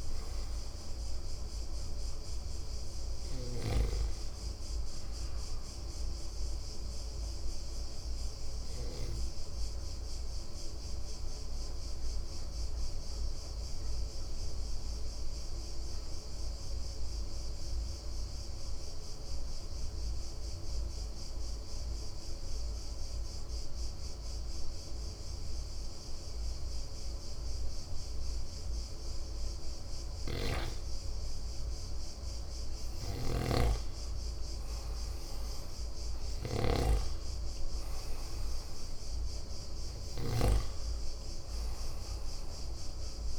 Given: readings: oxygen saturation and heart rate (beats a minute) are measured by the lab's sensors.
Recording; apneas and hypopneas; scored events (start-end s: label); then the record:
breathing in sleep by a room microphone; 1
0.00-3.00 s: arousal
7.00-31.00 s: obstructive apnea (oxygen 99% before, 91% lowest, heart rate 59 before, 54 extreme, up 7 after)
31.00-43.38 s: oxygen desaturation (device-marked, oxygen 97% before, 91% lowest, heart rate 57 before, 54 extreme)
32.50-37.00 s: arousal
33.00-37.00 s: snoring (device-marked)
From the record:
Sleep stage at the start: N2 (light sleep); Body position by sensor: on the right side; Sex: male